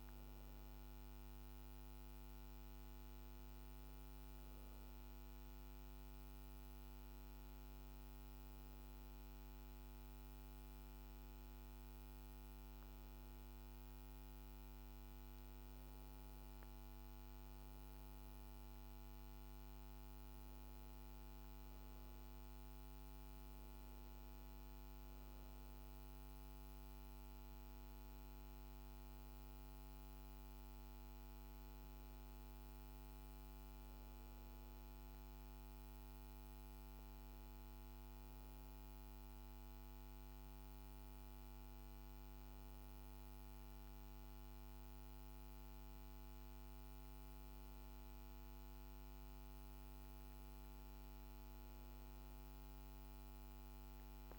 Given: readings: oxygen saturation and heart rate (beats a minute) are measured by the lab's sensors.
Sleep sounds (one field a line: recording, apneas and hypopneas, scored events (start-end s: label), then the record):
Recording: breathing in sleep, hard to hear, by a microphone on the trachea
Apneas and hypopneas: none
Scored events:
none scored
From the record:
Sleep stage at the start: N1 (lightest sleep)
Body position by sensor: on the back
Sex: female